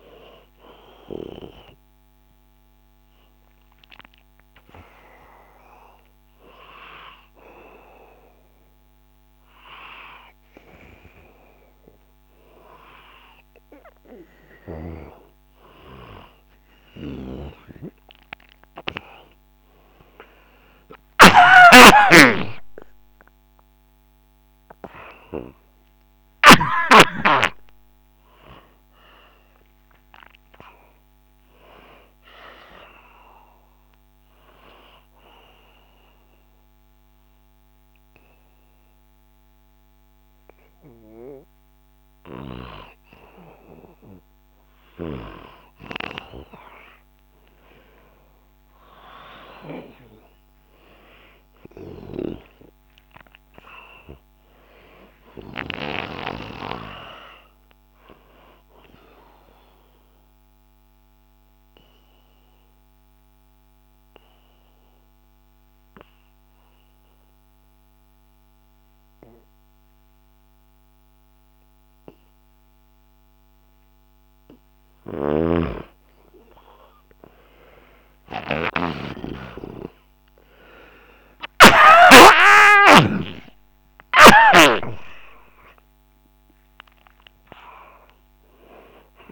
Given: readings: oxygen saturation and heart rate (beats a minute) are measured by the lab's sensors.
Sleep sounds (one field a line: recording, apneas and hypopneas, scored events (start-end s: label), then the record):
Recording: breathing in sleep by a microphone on the trachea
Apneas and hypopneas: 3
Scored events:
2.50-16.50 s: obstructive apnea (oxygen 96% before, 92% lowest, heart rate 80 before, 72 extreme, up 39 after)
4.50-16.50 s: oxygen desaturation (device-marked, oxygen 96% before, 92% lowest, heart rate 81 before, 72 extreme)
16.50-26.50 s: snoring (device-marked)
22.00-27.00 s: arousal
33.50-45.50 s: obstructive apnea (oxygen 97% before, 89% lowest, heart rate 92 before, 70 extreme, up 14 after)
50.00-55.50 s: arousal
56.50-71.50 s: oxygen desaturation (device-marked, oxygen 98% before, 93% lowest, heart rate 77 before, 57 extreme)
59.00-74.50 s: obstructive apnea (oxygen 98% before, 89% lowest, heart rate 79 before, 57 extreme, up 11 after)
62.50-89.32 s: new sleep stage, N1 (lightest sleep)
75.00-81.50 s: snoring (device-marked)
78.50-84.00 s: arousal
81.50-89.32 s: oxygen desaturation (device-marked, oxygen 97% before, 89% lowest, heart rate 67 before, 70 extreme)
From the record:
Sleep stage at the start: N2 (light sleep)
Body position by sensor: on the back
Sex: male